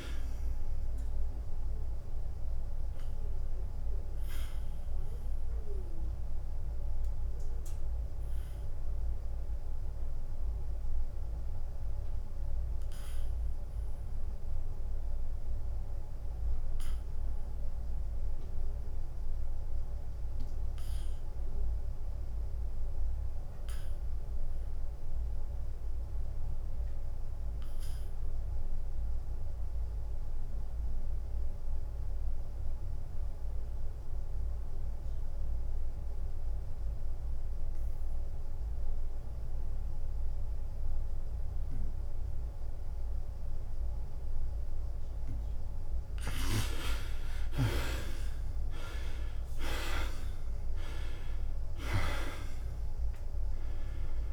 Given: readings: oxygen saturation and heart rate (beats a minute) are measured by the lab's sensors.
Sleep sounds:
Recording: breathing in sleep by a room microphone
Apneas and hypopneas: 1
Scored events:
0.00-11.00 s: drop in pulse transit time (device-marked, heart rate 86 extreme)
2.00-47.00 s: obstructive apnea (oxygen 97% before, 63% lowest, heart rate 89 before, 75 extreme, up 22 after)
15.00-27.00 s: oxygen desaturation (device-marked, oxygen 97% before, 74% lowest, heart rate 94 before, 75 extreme)
18.50-20.50 s: long interval between heartbeats (device-marked, heart rate 93 before, 85 extreme)
47.00-54.33 s: drop in pulse transit time (device-marked, heart rate 81 before, 82 extreme)
49.00-53.00 s: arousal
From the record:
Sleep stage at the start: REM sleep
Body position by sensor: on the back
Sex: male

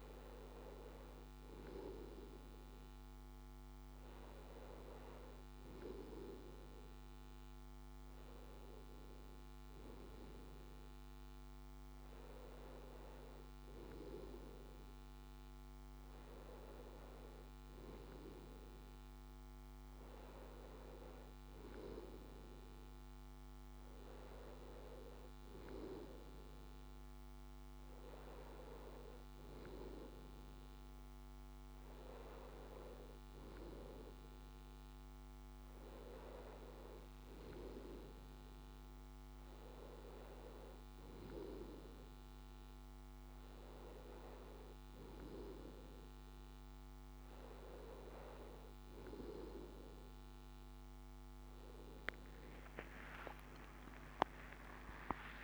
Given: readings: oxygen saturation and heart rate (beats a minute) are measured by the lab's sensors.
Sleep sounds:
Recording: a person partly awake in a sleep study, by a microphone on the trachea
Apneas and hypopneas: none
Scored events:
39.00-55.44 s: new sleep stage, awake
From the record:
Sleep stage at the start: N2 (light sleep)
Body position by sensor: on the left side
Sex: male

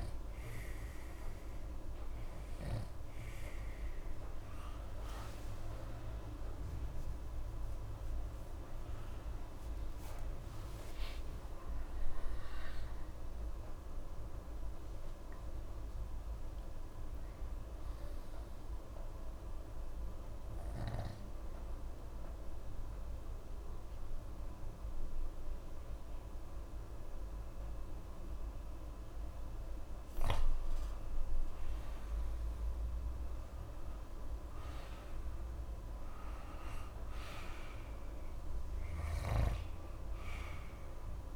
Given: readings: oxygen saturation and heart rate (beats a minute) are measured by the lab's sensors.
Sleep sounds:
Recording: breathing in sleep, hard to hear, by a room microphone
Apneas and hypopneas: 1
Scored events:
0.00-1.50 s: oxygen desaturation (device-marked, oxygen 91% lowest, heart rate 64 extreme)
0.00-3.00 s: snoring (device-marked)
6.00-11.00 s: arousal
18.50-30.00 s: obstructive apnea (oxygen 94% before, 89% lowest, heart rate 68 before, 56 extreme, up 3 after)
30.50-41.36 s: oxygen desaturation (device-marked, oxygen 96% before, 89% lowest, heart rate 69 before, 37 extreme)
31.00-35.50 s: arousal
39.00-41.36 s: snoring (device-marked)
From the record:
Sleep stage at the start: N2 (light sleep)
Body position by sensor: on the right side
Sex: male

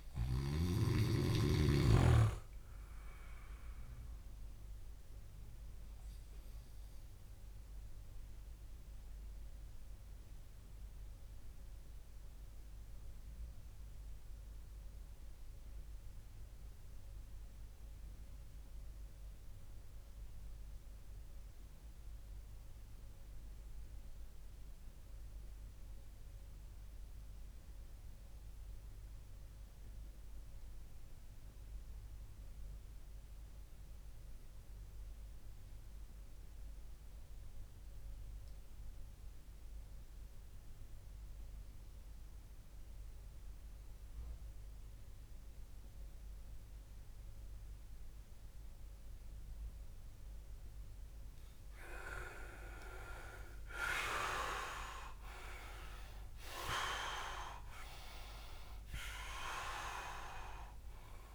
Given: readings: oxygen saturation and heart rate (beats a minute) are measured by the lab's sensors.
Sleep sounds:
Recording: breathing in sleep by a room microphone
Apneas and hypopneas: 1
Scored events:
0.00-7.00 s: oxygen desaturation (device-marked, oxygen 96% lowest)
6.50-49.00 s: obstructive apnea (oxygen 99% before, 95% lowest)
51.50-56.50 s: arousal
From the record:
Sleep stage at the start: N2 (light sleep)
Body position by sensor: on the back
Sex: male

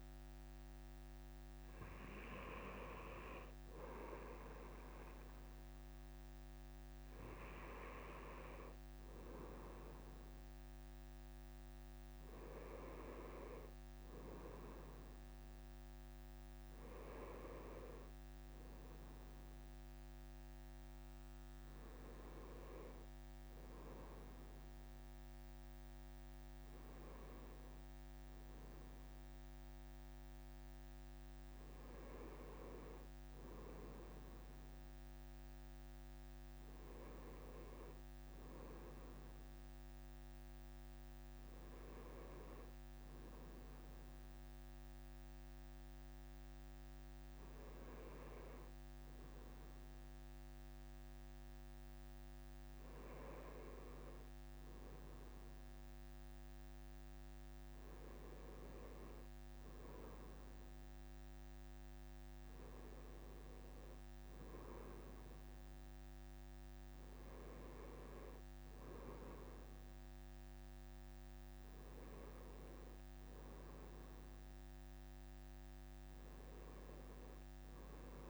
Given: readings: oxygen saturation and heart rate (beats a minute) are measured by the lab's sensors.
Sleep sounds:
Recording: breathing in sleep by a microphone on the trachea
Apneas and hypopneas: none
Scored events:
none scored
From the record:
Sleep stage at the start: N2 (light sleep)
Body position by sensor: on the right side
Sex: male

